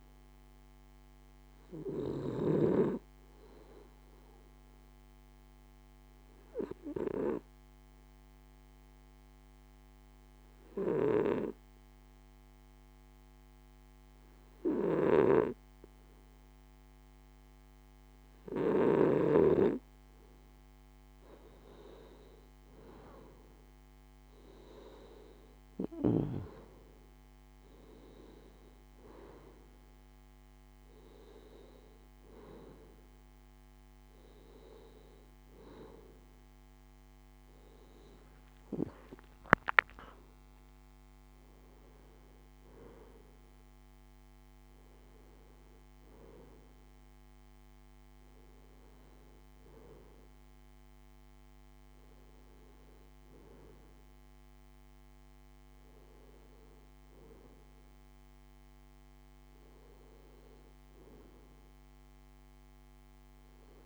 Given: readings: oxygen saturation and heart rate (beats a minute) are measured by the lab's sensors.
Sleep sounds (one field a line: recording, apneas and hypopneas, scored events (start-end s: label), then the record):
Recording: breathing in sleep by a microphone on the trachea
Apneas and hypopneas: 1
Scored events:
1.00-20.00 s: obstructive apnea (oxygen 96% before, 92% lowest)
22.00-25.50 s: arousal
46.50-51.00 s: arousal
From the record:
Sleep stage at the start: N2 (light sleep)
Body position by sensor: on the left side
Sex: male